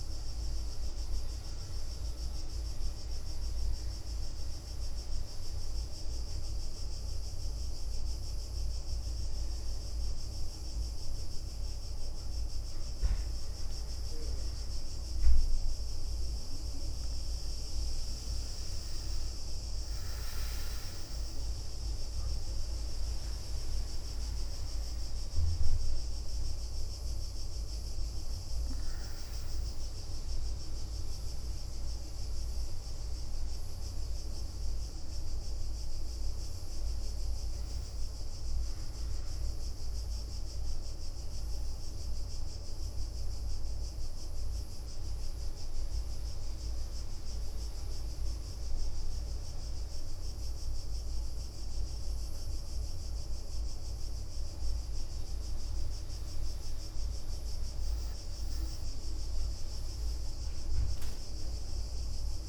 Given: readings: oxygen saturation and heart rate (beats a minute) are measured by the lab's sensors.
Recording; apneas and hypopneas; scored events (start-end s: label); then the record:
breathing in sleep, hard to hear, by a room microphone; 2
0.00-7.50 s: leg movement (device-marked)
2.00-15.00 s: oxygen desaturation (device-marked, oxygen 98% before, 94% lowest, heart rate 63 before, 61 extreme)
3.00-15.50 s: obstructive apnea (oxygen 98% before, 94% lowest, heart rate 64 before, 61 extreme, up 13 after)
16.50-22.00 s: leg movement (device-marked)
17.50-22.00 s: arousal
22.00-31.50 s: leg movement (device-marked)
36.50-46.50 s: leg movement (device-marked)
40.50-43.50 s: arousal
46.50-56.50 s: central apnea (oxygen 100% before, 95% lowest, heart rate 69 before, 61 extreme, up 11 after)
47.50-54.00 s: leg movement (device-marked)
57.50-61.50 s: arousal
58.00-62.48 s: leg movement (device-marked)
60.00-62.48 s: oxygen desaturation (device-marked, oxygen 99% before, 95% lowest, heart rate 67 before, 61 extreme)
From the record:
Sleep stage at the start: N1 (lightest sleep); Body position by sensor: on the back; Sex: female